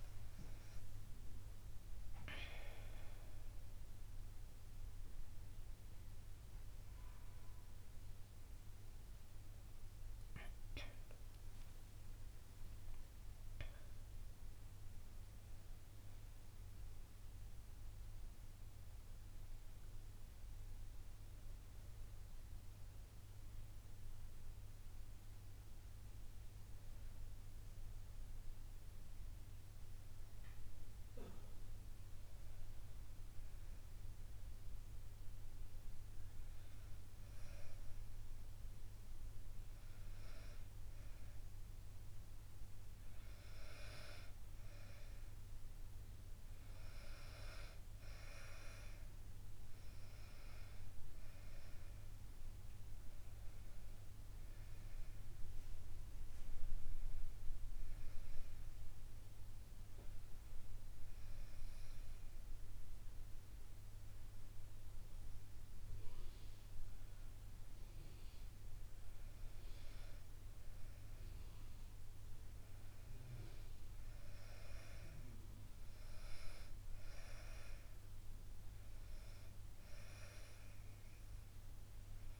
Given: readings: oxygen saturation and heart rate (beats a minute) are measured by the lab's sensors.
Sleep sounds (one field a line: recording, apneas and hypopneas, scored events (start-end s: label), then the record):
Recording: breathing in sleep by a room microphone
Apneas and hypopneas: 1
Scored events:
0.00-2.50 s: arousal
9.00-14.00 s: arousal
52.50-56.00 s: arousal
58.00-69.00 s: hypopnea (oxygen 98% before, 94% lowest, heart rate 67 before, 67 extreme, up 2 after)
72.00-75.50 s: arousal
From the record:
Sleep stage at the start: N2 (light sleep)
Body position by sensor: on the back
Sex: female